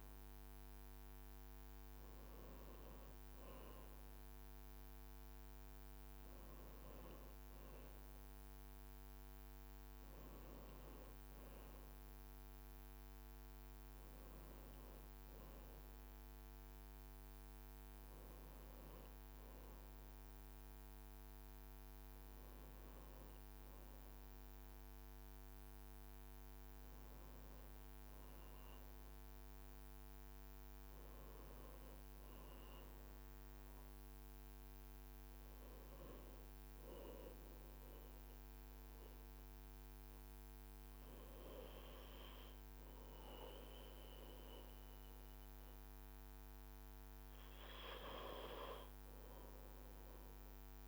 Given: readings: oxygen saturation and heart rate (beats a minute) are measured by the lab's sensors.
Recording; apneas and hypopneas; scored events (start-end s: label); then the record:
breathing in sleep, hard to hear, by a microphone on the trachea; 1
18.50-50.88 s: new sleep stage, N2 (light sleep)
35.00-46.00 s: obstructive apnea (oxygen 97% before, 94% lowest, heart rate 60 before, 53 extreme, up 0 after)
49.00-50.88 s: arousal
From the record:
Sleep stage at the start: N1 (lightest sleep); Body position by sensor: on the back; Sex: male